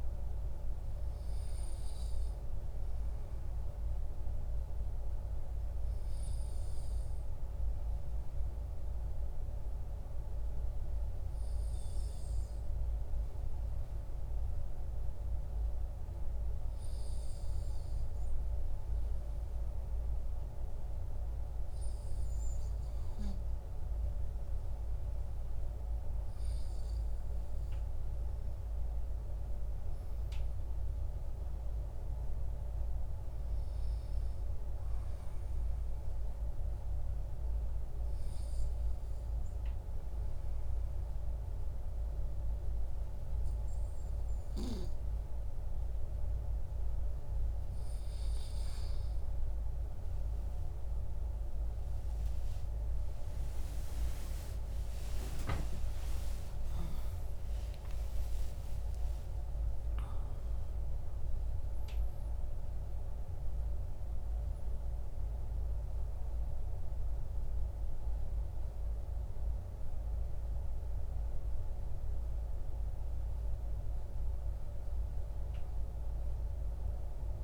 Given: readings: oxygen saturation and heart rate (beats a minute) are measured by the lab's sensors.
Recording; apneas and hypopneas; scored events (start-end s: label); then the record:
breathing in sleep, hard to hear, by a room microphone; 2
1.50-23.50 s: obstructive apnea (oxygen 97% before, 95% lowest, heart rate 56 before, 46 extreme, up 9 after)
25.00-28.50 s: arousal
36.50-47.50 s: obstructive apnea (oxygen 97% before, 95% lowest, heart rate 57 before, 48 extreme, up 30 after)
51.00-57.00 s: arousal
From the record:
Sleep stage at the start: N2 (light sleep); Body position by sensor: on the back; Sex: male